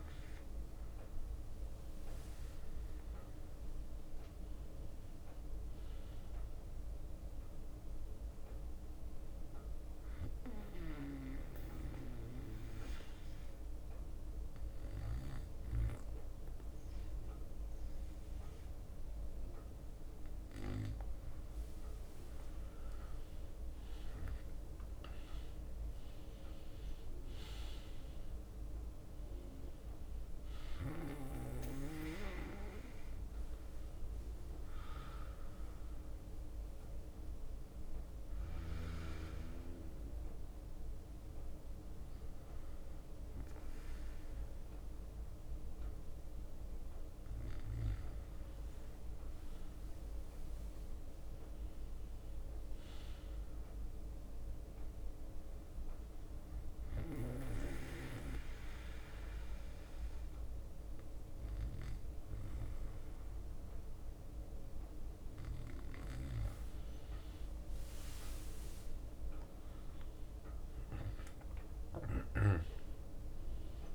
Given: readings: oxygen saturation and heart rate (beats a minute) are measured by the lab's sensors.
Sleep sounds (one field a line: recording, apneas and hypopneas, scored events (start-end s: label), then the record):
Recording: breathing in sleep by a room microphone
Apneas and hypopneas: 3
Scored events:
1.00-5.50 s: leg movement (device-marked)
2.00-5.50 s: arousal
10.00-22.00 s: mixed apnea (oxygen 97% before, 94% lowest, heart rate 63 before, 58 extreme, up 6 after)
11.00-19.00 s: bradycardia (device-marked, heart rate 61 before, 59 extreme)
12.00-25.00 s: drop in pulse transit time (device-marked, heart rate 64 before, 59 extreme)
21.50-24.50 s: leg movement (device-marked)
22.50-27.00 s: arousal
26.00-41.00 s: oxygen desaturation (device-marked, oxygen 97% before, 94% lowest, heart rate 61 before, 57 extreme)
29.00-30.00 s: leg movement (device-marked)
33.00-35.50 s: leg movement (device-marked)
36.00-41.00 s: leg movement (device-marked)
37.00-47.50 s: hypopnea (oxygen 97% before, 93% lowest, heart rate 62 before, 57 extreme, up 6 after)
40.00-52.00 s: drop in pulse transit time (device-marked, heart rate 62 before, 57 extreme)
41.00-48.00 s: bradycardia (device-marked, heart rate 61 before, 57 extreme)
48.50-50.00 s: leg movement (device-marked)
49.50-53.00 s: arousal
50.00-52.00 s: leg movement (device-marked)
57.00-65.00 s: bradycardia (device-marked, heart rate 61 before, 58 extreme)
57.00-67.00 s: hypopnea (oxygen 98% before, 92% lowest, heart rate 60 before, 58 extreme, up 8 after)
66.00-70.50 s: leg movement (device-marked)
69.00-73.95 s: arousal
From the record:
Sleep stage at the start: N2 (light sleep)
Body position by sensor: on the back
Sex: male